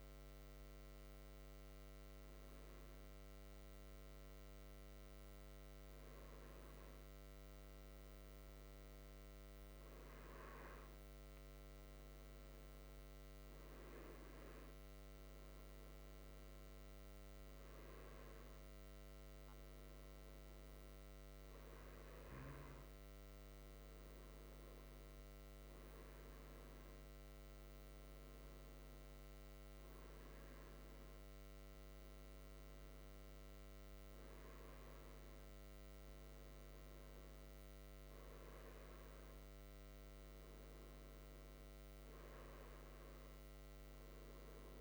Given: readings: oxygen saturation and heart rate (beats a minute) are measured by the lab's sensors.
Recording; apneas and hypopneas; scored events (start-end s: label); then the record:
breathing in sleep, hard to hear, by a microphone on the trachea; none
none scored
From the record:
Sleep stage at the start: N1 (lightest sleep); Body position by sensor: on the right side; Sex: male